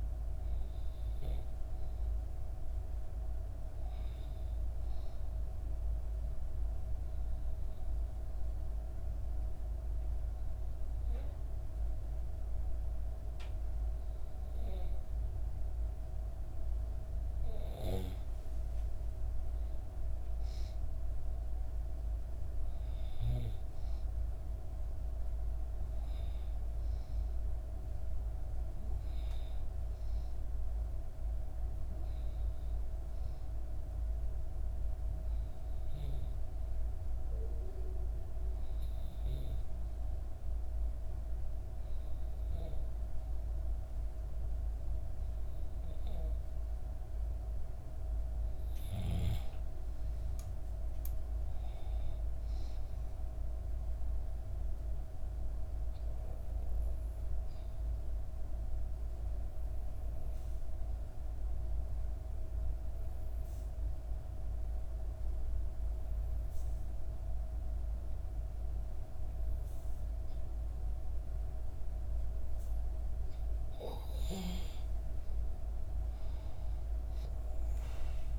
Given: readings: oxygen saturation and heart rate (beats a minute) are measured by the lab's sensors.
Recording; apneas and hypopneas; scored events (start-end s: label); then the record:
breathing in sleep, hard to hear, by a room microphone; 3
0.00-1.50 s: arousal
6.00-17.50 s: obstructive apnea (oxygen 97% before, 93% lowest, heart rate 60 before, 59 extreme, up 5 after)
19.00-22.50 s: arousal
24.00-39.00 s: oxygen desaturation (device-marked, oxygen 96% before, 93% lowest, heart rate 60 before, 59 extreme)
35.50-46.50 s: obstructive apnea (oxygen 96% before, 88% lowest, heart rate 61 before, 59 extreme, up 4 after)
49.00-52.00 s: arousal
54.00-72.50 s: obstructive apnea (oxygen 95% before, 88% lowest, heart rate 60 before, 59 extreme, up 6 after)
75.50-78.39 s: arousal
From the record:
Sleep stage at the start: N2 (light sleep); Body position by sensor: on the back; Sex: female